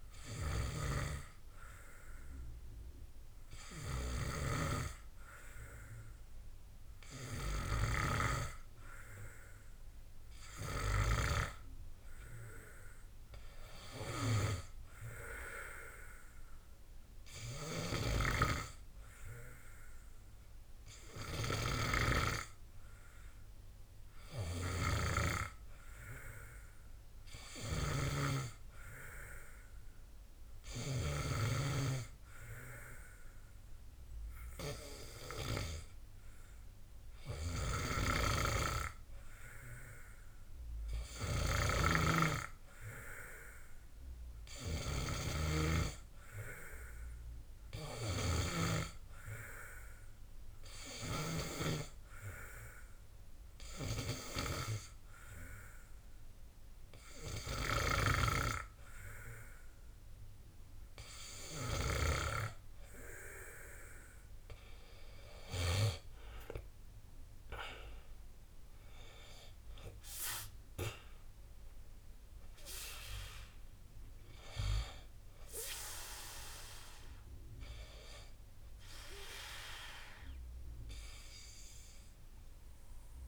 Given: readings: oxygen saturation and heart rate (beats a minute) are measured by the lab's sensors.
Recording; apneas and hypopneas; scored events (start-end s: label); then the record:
breathing in sleep by a room microphone; 1
25.00-31.50 s: snoring (device-marked)
42.00-52.00 s: snoring (device-marked)
50.00-61.00 s: hypopnea (oxygen 95% before, 92% lowest, heart rate 56 before, 55 extreme, up 17 after)
65.00-68.50 s: arousal
From the record:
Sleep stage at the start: N2 (light sleep); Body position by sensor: on the back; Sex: male